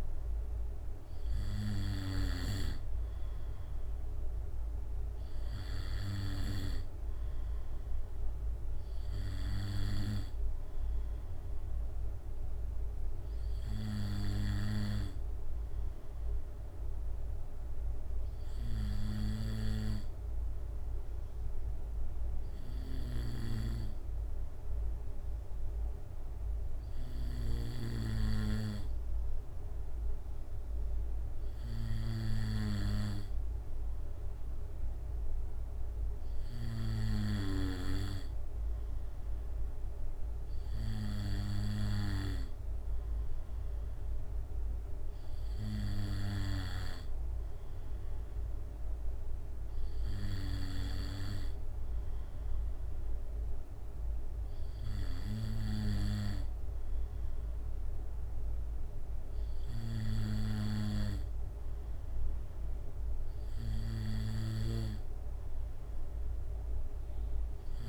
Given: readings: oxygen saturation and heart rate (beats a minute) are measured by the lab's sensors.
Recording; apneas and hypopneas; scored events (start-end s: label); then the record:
breathing in sleep by a room microphone; 1
17.50-33.50 s: obstructive apnea (oxygen 96% before, 94% lowest, heart rate 69 before, 68 extreme, up 1 after)
From the record:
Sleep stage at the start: N2 (light sleep); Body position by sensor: on the back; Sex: male